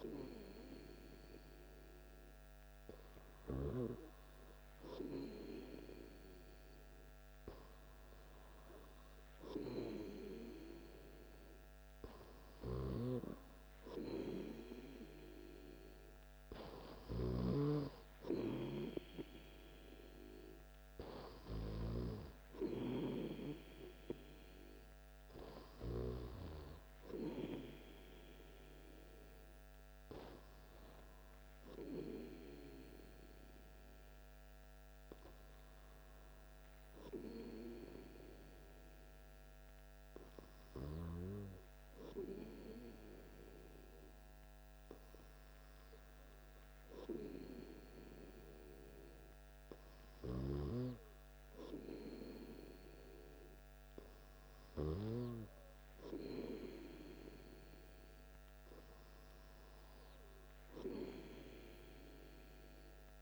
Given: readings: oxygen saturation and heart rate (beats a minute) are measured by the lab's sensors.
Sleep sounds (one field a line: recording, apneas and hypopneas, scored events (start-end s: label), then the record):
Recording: breathing in sleep by a microphone on the trachea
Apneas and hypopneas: none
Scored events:
none scored
From the record:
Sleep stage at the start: N2 (light sleep)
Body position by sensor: on the back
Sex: male